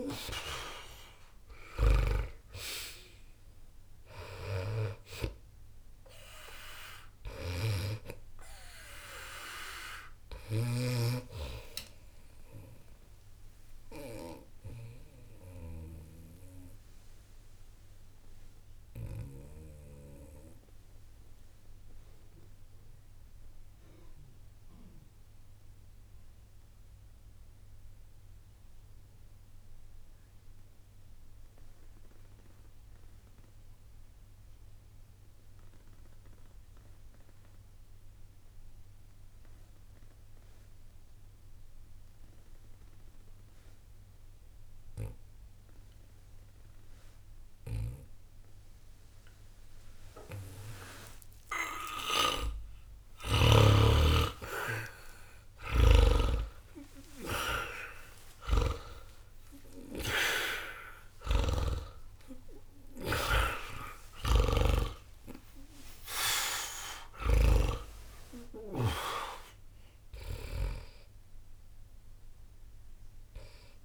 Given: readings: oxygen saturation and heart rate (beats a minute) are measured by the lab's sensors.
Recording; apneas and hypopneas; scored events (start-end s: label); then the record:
breathing in sleep by a room microphone; 1
0.00-6.00 s: oxygen desaturation (device-marked, oxygen 87% lowest, heart rate 60 extreme)
8.00-30.00 s: oxygen desaturation (device-marked, oxygen 90% before, 77% lowest, heart rate 60 before, 59 extreme)
10.00-53.50 s: obstructive apnea (oxygen 96% before, 76% lowest, heart rate 60 before, 59 extreme)
48.00-73.85 s: oxygen desaturation (device-marked, oxygen 99% before, 76% lowest, heart rate 61 before, 59 extreme)
55.50-67.50 s: snoring (device-marked)
59.50-65.50 s: arousal
From the record:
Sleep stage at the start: N2 (light sleep); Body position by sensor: on the back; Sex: male